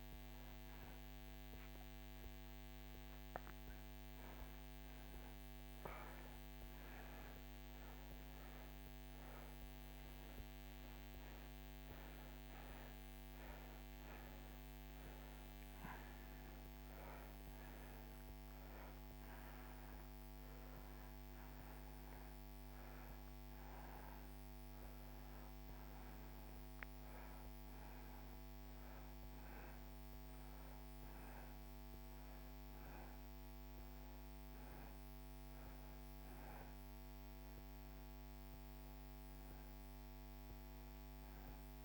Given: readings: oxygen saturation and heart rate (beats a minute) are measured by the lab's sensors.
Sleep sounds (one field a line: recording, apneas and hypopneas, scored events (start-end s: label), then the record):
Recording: a person awake in a sleep study, hard to hear, by a microphone on the trachea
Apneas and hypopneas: none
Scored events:
0.00-5.00 s: oxygen desaturation (device-marked, oxygen 95% before, 93% lowest)
17.00-41.85 s: oxygen desaturation (device-marked, oxygen 93% before, 84% lowest)
23.00-41.85 s: new sleep stage, N1 (lightest sleep)
From the record:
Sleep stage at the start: awake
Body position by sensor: on the back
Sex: male